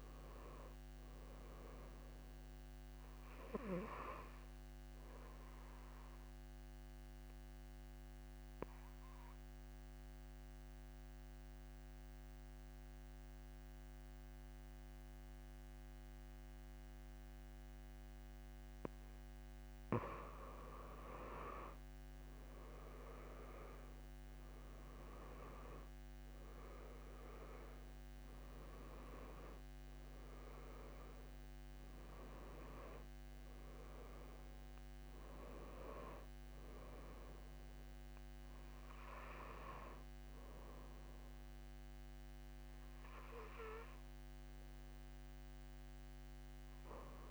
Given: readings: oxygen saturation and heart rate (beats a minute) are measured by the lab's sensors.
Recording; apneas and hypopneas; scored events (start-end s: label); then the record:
breathing in sleep by a microphone on the trachea; 1
0.00-3.00 s: arousal
6.00-19.50 s: obstructive apnea (oxygen 96% before, 88% lowest)
21.00-24.50 s: arousal
25.00-45.00 s: oxygen desaturation (device-marked, oxygen 95% before, 88% lowest)
From the record:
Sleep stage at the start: N2 (light sleep); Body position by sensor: on the back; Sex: female